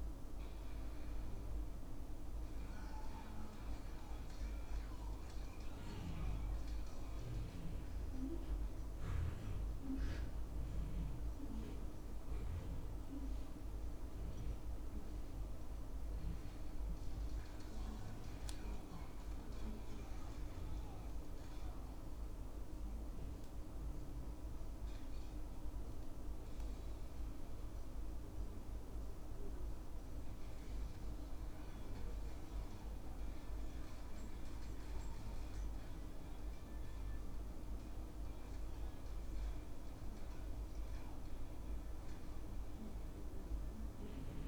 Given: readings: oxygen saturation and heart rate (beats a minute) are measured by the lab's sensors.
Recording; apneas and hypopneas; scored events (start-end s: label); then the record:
breathing in sleep, hard to hear, by a room microphone; 1
23.00-26.00 s: arousal
28.50-38.50 s: hypopnea (oxygen 97% before, 94% lowest, heart rate 70 before, 70 extreme, up 0 after)
41.00-44.48 s: arousal
From the record:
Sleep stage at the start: N2 (light sleep); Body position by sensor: on the back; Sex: male